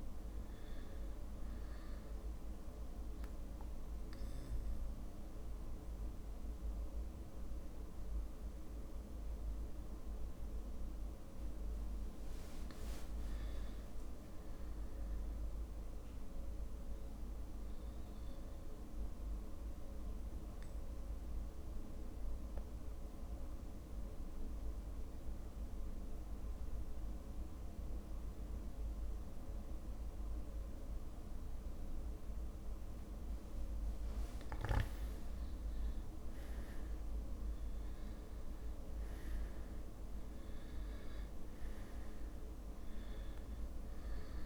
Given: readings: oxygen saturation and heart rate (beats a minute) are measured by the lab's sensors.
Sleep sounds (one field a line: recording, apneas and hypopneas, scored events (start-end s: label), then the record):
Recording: breathing in sleep, hard to hear, by a room microphone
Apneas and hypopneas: 2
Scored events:
2.50-12.50 s: obstructive apnea (oxygen 98% before, 94% lowest)
9.00-23.00 s: oxygen desaturation (device-marked, oxygen 98% before, 95% lowest)
13.00-15.00 s: long interval between heartbeats (device-marked)
13.00-16.00 s: arousal
20.00-34.00 s: mixed apnea (oxygen 98% before, 94% lowest)
35.50-39.50 s: arousal
From the record:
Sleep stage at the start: N2 (light sleep)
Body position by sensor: on the back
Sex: male